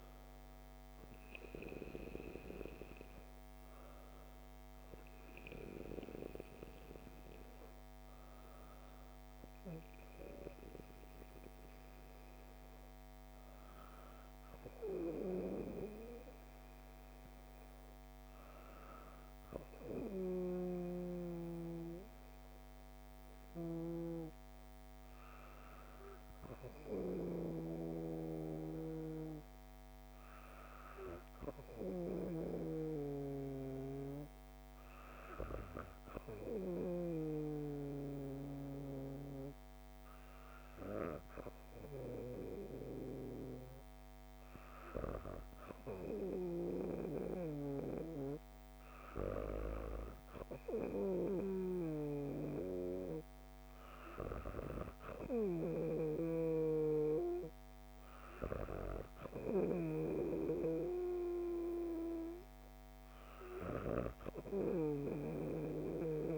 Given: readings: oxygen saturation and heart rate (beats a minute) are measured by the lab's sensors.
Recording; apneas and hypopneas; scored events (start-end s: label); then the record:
breathing in sleep by a microphone on the trachea; none
27.50-38.00 s: snoring (device-marked)
55.00-65.50 s: snoring (device-marked)
From the record:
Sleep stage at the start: N2 (light sleep); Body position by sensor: on the back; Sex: female